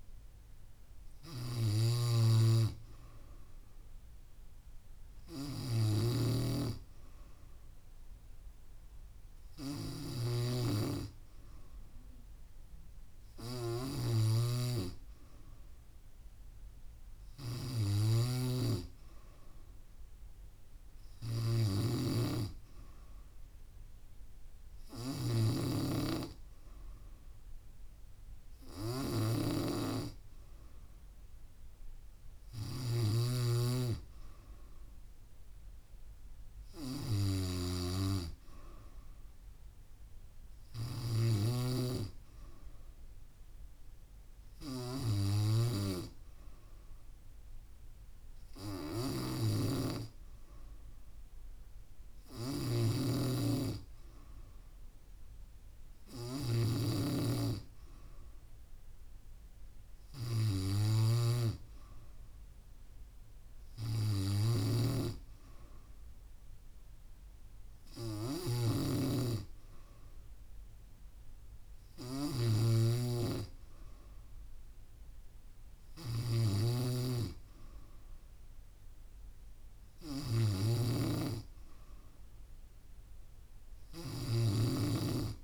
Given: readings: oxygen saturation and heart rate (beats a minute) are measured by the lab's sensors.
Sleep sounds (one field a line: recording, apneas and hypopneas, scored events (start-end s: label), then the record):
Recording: breathing in sleep by a room microphone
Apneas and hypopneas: none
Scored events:
0.00-33.00 s: snoring (device-marked)
41.50-85.44 s: snoring (device-marked)
From the record:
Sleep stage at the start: N3 (deep sleep)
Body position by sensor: on the back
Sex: female